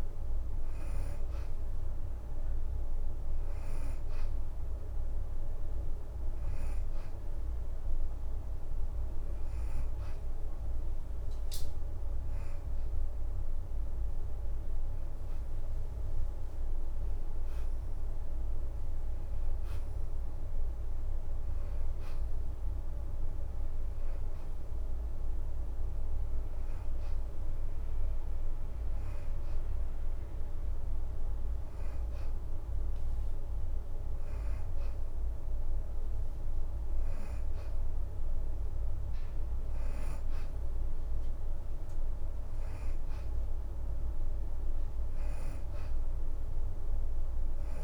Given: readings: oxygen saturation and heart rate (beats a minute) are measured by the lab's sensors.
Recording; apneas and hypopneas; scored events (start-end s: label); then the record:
breathing in sleep, hard to hear, by a room microphone; none
15.00-17.00 s: leg movement (device-marked)
From the record:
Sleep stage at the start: N2 (light sleep); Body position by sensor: on the back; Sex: female